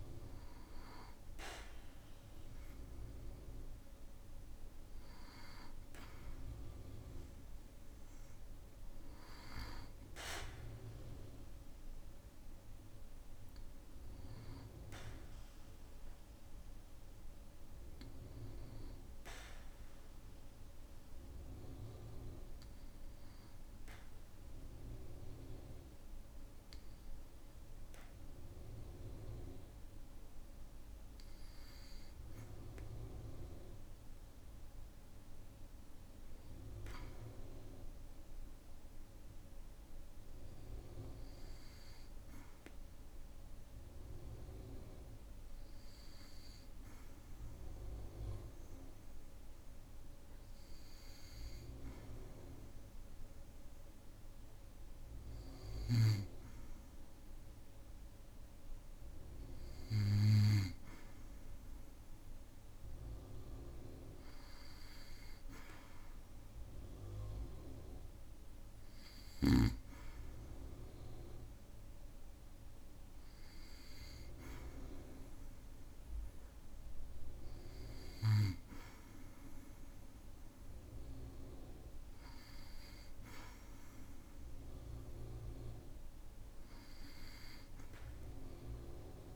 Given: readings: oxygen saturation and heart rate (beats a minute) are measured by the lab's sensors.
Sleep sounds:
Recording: breathing in sleep by a room microphone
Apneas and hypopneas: 1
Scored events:
39.50-55.50 s: hypopnea (oxygen 98% before, 95% lowest, heart rate 56 before, 57 extreme, up 3 after)
58.50-62.00 s: arousal
From the record:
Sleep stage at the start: N2 (light sleep)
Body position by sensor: on the back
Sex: male

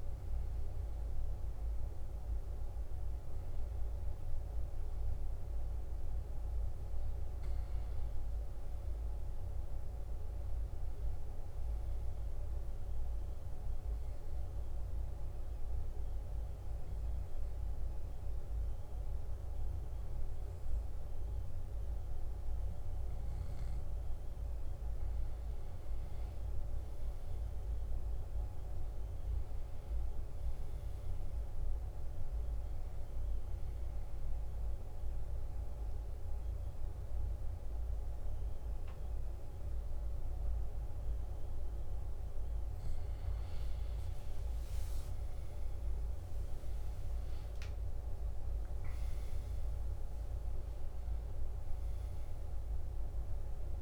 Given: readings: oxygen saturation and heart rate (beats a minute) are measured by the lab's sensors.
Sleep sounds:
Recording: breathing in sleep, hard to hear, by a room microphone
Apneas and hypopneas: 2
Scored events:
5.50-10.00 s: arousal
5.50-53.81 s: new sleep stage, N2 (light sleep)
14.50-25.50 s: hypopnea (oxygen 94% before, 90% lowest, heart rate 66 before, 61 extreme, up 4 after)
28.00-32.00 s: arousal
34.50-42.50 s: oxygen desaturation (device-marked, oxygen 93% before, 90% lowest, heart rate 64 before, 61 extreme)
35.50-45.50 s: hypopnea (oxygen 93% before, 90% lowest, heart rate 64 before, 61 extreme, up 11 after)
47.00-52.50 s: arousal
From the record:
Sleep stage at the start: N1 (lightest sleep)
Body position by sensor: on the back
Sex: male

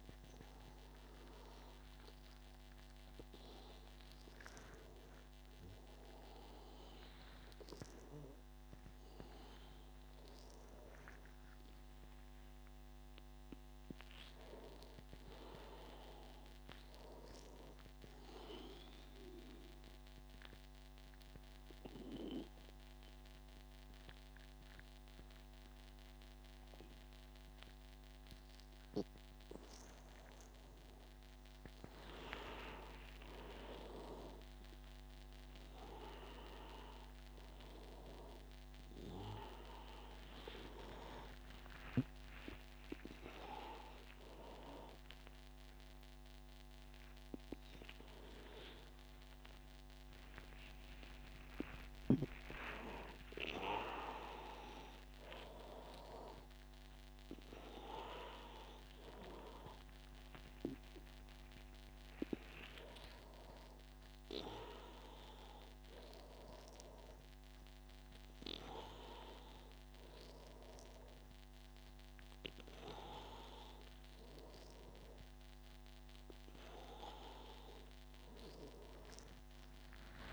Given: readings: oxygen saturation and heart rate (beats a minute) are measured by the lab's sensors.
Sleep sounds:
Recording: a person awake in a sleep study, by a microphone on the trachea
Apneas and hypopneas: 1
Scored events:
0.00-3.00 s: arousal
4.00-17.00 s: oxygen desaturation (device-marked, oxygen 97% before, 91% lowest, heart rate 91 before, 83 extreme)
18.50-30.00 s: obstructive apnea (oxygen 98% before, 91% lowest, heart rate 93 before, 83 extreme, up 9 after)
20.00-80.33 s: new sleep stage, awake
37.00-54.00 s: oxygen desaturation (device-marked, oxygen 97% before, 91% lowest, heart rate 89 before, 93 extreme)
54.00-56.00 s: long interval between heartbeats (device-marked, heart rate 95 before, 111 extreme)
From the record:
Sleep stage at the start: N2 (light sleep)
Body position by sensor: on the back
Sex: male

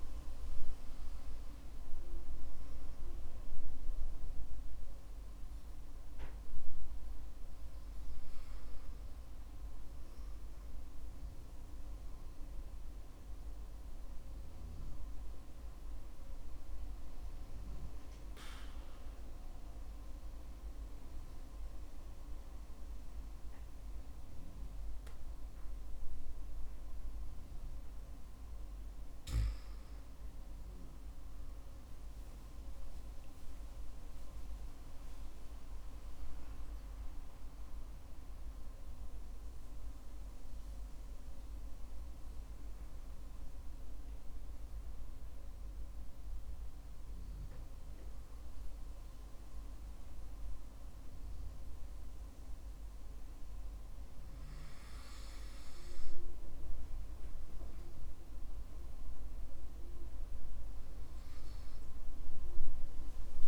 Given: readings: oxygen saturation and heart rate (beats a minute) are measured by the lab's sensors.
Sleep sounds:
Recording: breathing in sleep, hard to hear, by a room microphone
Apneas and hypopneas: 1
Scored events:
18.00-29.50 s: obstructive apnea (oxygen 97% before, 95% lowest, heart rate 56 before, 50 extreme, up 12 after)
32.00-37.00 s: arousal
From the record:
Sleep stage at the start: N2 (light sleep)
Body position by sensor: on the back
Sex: male

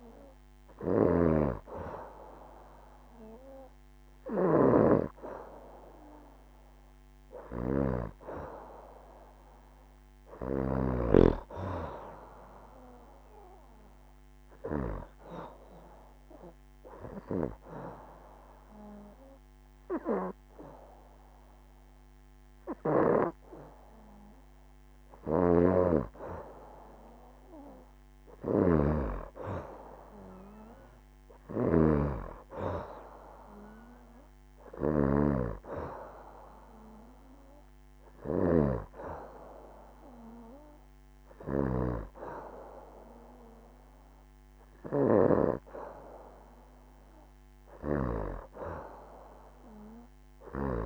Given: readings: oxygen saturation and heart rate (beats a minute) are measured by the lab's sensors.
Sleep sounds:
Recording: breathing in sleep by a microphone on the trachea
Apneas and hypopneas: 1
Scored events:
0.00-10.50 s: snoring (device-marked)
15.50-25.50 s: hypopnea (oxygen 93% before, 89% lowest, heart rate 71 before, 67 extreme, up 2 after)
24.50-45.00 s: snoring (device-marked)
27.50-31.50 s: arousal
37.00-50.00 s: oxygen desaturation (device-marked, oxygen 93% before, 89% lowest, heart rate 70 before, 68 extreme)
47.00-50.86 s: snoring (device-marked)
From the record:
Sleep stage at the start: N2 (light sleep)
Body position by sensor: on the back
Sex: female

